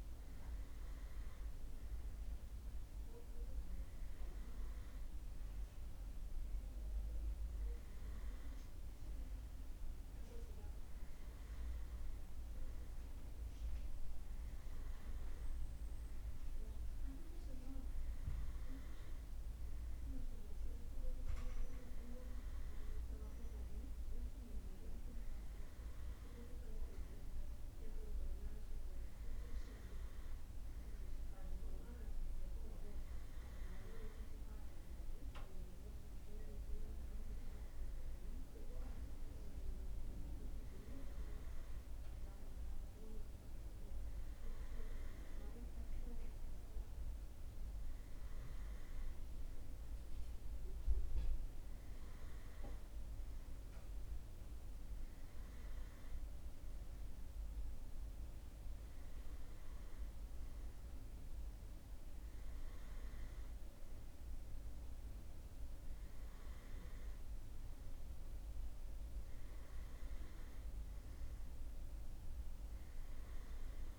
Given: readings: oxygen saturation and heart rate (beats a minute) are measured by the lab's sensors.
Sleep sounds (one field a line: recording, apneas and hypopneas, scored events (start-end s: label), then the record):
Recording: breathing in sleep by a room microphone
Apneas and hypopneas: none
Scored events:
none scored
From the record:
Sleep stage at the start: N2 (light sleep)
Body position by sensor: on the right side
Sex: male